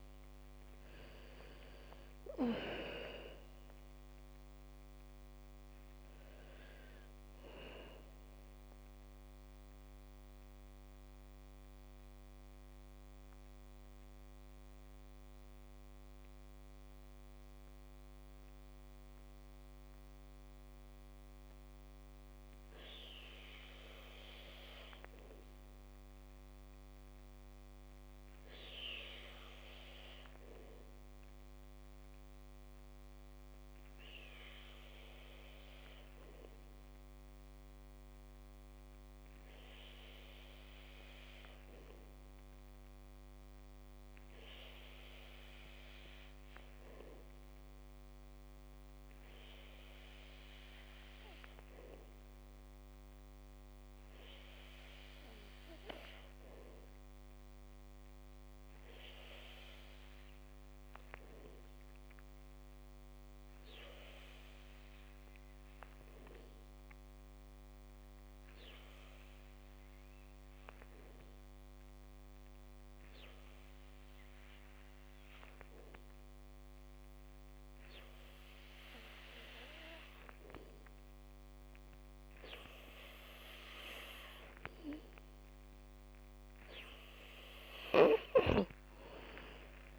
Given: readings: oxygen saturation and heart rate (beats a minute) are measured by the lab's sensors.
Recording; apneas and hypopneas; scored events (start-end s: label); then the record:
breathing in sleep by a microphone on the trachea; 1
3.00-22.00 s: oxygen desaturation (device-marked, oxygen 84% before, 77% lowest, heart rate 68 before, 72 extreme)
10.00-85.50 s: mixed apnea (oxygen 85% before, 76% lowest, heart rate 72 before, 61 extreme, up 18 after)
33.00-41.00 s: oxygen desaturation (device-marked, oxygen 100% before, 91% lowest, heart rate 78 before, 65 extreme)
48.00-81.00 s: oxygen desaturation (device-marked, oxygen 93% before, 86% lowest, heart rate 77 before, 61 extreme)
88.00-89.98 s: arousal
From the record:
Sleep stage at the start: N2 (light sleep); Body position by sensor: on the back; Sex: female